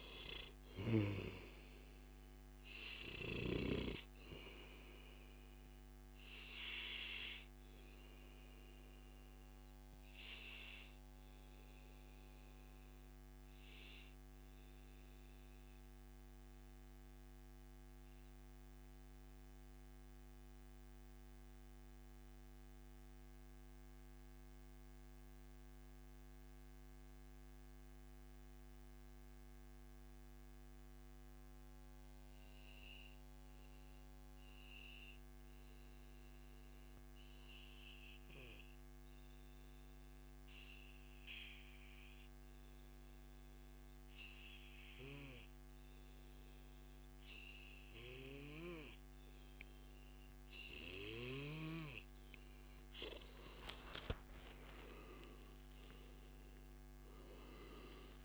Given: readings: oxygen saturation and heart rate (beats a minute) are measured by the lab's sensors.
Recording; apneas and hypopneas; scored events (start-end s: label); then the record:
breathing in sleep by a microphone on the trachea; 1
5.50-7.50 s: long interval between heartbeats (device-marked, heart rate 111 before, 96 extreme)
10.00-51.50 s: mixed apnea (oxygen 97% before, 91% lowest, heart rate 109 before, 97 extreme, up 34 after)
27.50-29.50 s: long interval between heartbeats (device-marked, heart rate 99 before, 98 extreme)
31.50-33.50 s: long interval between heartbeats (device-marked, heart rate 100 before, 101 extreme)
39.00-41.00 s: long interval between heartbeats (device-marked, heart rate 103 before, 100 extreme)
41.00-43.00 s: long interval between heartbeats (device-marked, heart rate 103 before, 100 extreme)
53.00-58.00 s: arousal
From the record:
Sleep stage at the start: N2 (light sleep); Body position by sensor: on the back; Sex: male